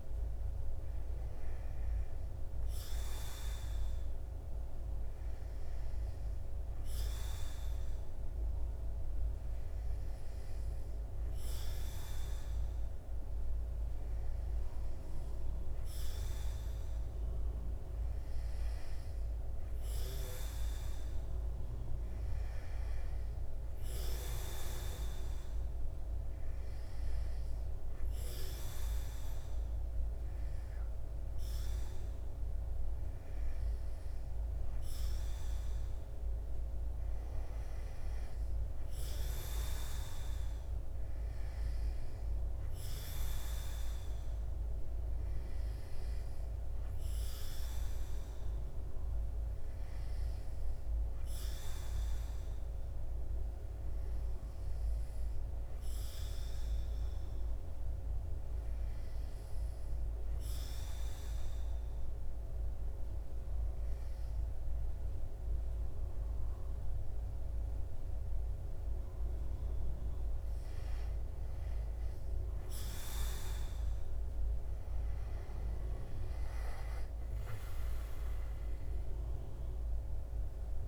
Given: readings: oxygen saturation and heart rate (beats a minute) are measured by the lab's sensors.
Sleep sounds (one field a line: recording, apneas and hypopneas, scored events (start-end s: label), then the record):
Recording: breathing in sleep, hard to hear, by a room microphone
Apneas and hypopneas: 1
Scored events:
57.00-68.50 s: hypopnea (oxygen 96% before, 90% lowest, heart rate 75 before, 66 extreme, up 2 after)
69.50-72.00 s: arousal
79.00-80.88 s: oxygen desaturation (device-marked, oxygen 95% before, 90% lowest, heart rate 75 before, 66 extreme)
From the record:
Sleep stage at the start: N2 (light sleep)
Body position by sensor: on the back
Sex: male